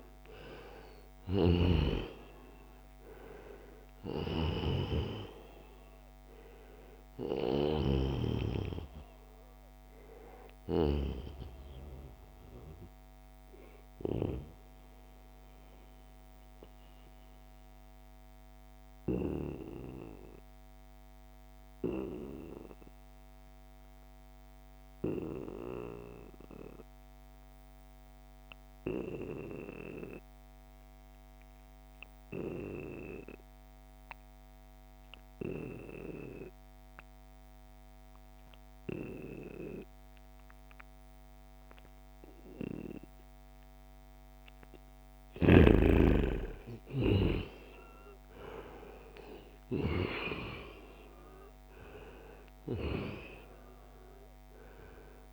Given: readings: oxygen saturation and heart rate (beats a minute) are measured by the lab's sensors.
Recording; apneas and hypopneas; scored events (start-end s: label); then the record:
breathing in sleep by a microphone on the trachea; 1
0.00-2.00 s: long interval between heartbeats (device-marked, heart rate 72 before, 75 extreme)
0.00-17.00 s: oxygen desaturation (device-marked, oxygen 88% lowest, heart rate 67 extreme)
3.50-10.50 s: snoring (device-marked)
12.00-45.00 s: obstructive apnea (oxygen 95% before, 87% lowest, heart rate 77 before, 66 extreme, up 11 after)
38.00-55.33 s: oxygen desaturation (device-marked, oxygen 97% before, 87% lowest, heart rate 71 before, 66 extreme)
46.00-49.50 s: arousal
From the record:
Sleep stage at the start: N2 (light sleep); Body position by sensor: on the right side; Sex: male